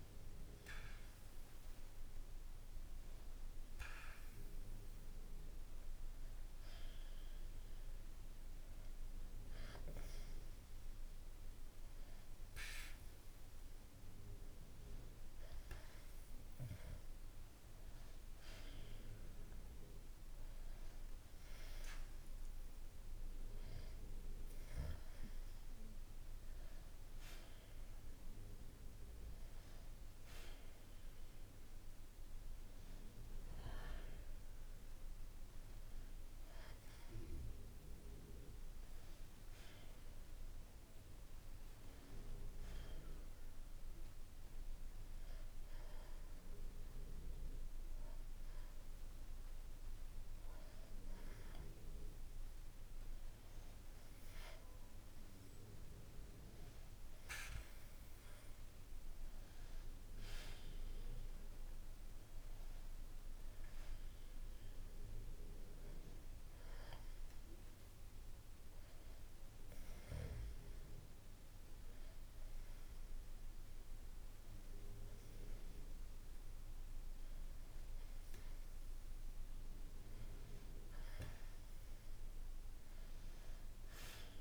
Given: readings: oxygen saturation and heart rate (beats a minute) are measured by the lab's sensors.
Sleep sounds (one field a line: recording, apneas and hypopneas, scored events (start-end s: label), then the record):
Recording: breathing in sleep by a room microphone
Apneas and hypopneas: 2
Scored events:
35.50-39.50 s: arousal
42.00-52.00 s: hypopnea (oxygen 94% before, 93% lowest, heart rate 64 before, 63 extreme, up 0 after)
55.00-59.00 s: arousal
67.00-79.00 s: hypopnea (oxygen 95% before, 93% lowest, heart rate 64 before, 62 extreme)
82.00-84.41 s: arousal
From the record:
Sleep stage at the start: N2 (light sleep)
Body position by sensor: on the back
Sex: male